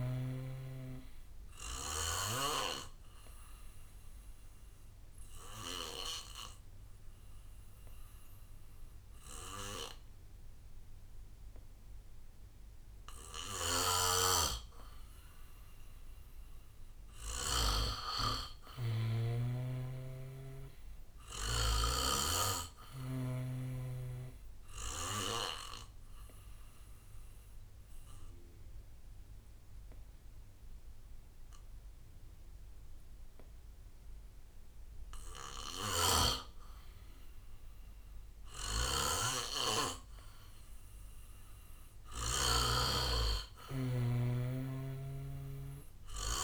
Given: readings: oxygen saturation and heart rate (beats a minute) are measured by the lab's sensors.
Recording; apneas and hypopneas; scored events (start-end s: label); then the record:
breathing in sleep by a room microphone; 2
0.00-3.00 s: drop in pulse transit time (device-marked, heart rate 63 extreme)
0.00-13.00 s: oxygen desaturation (device-marked, oxygen 90% lowest, heart rate 59 extreme)
3.50-16.50 s: obstructive apnea (oxygen 96% before, 90% lowest, heart rate 65 before, 59 extreme, up 7 after)
13.50-18.00 s: snoring (device-marked)
19.00-22.50 s: arousal
20.00-23.50 s: snoring (device-marked)
20.00-36.00 s: oxygen desaturation (device-marked, oxygen 96% before, 90% lowest, heart rate 65 before, 64 extreme)
27.00-40.50 s: obstructive apnea (oxygen 96% before, 90% lowest, heart rate 65 before, 60 extreme, up 3 after)
38.50-42.50 s: snoring (device-marked)
42.00-45.50 s: arousal
44.00-46.44 s: oxygen desaturation (device-marked, oxygen 96% before, 91% lowest, heart rate 69 before, 60 extreme)
44.50-46.44 s: snoring (device-marked)
From the record:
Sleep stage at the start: N2 (light sleep); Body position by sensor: on the back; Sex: male